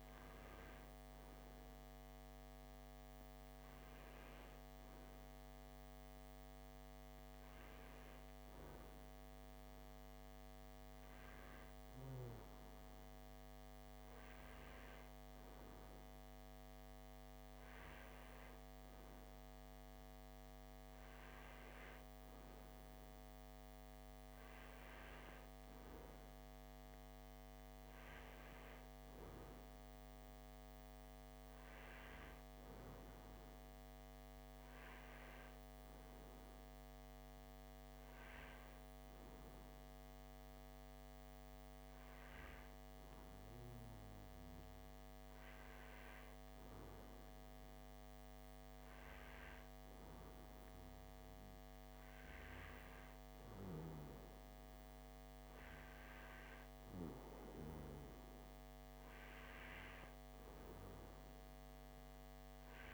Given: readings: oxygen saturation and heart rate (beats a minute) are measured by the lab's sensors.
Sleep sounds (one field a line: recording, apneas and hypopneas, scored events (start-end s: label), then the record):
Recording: breathing in sleep, hard to hear, by a microphone on the trachea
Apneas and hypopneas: none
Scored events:
57.00-62.94 s: new sleep stage, N2 (light sleep)
From the record:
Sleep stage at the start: N1 (lightest sleep)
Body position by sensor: on the back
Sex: male